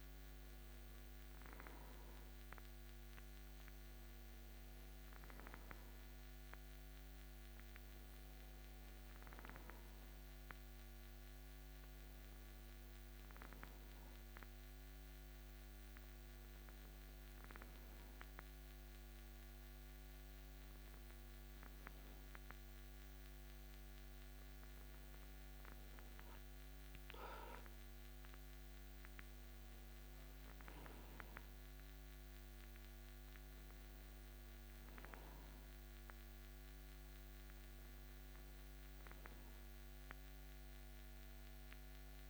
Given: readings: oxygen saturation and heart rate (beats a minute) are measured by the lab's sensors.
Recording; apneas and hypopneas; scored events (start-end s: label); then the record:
breathing in sleep, hard to hear, by a microphone on the trachea; none
0.00-10.50 s: oxygen desaturation (device-marked, oxygen 81% lowest)
From the record:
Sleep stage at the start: N2 (light sleep); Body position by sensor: on the back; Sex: male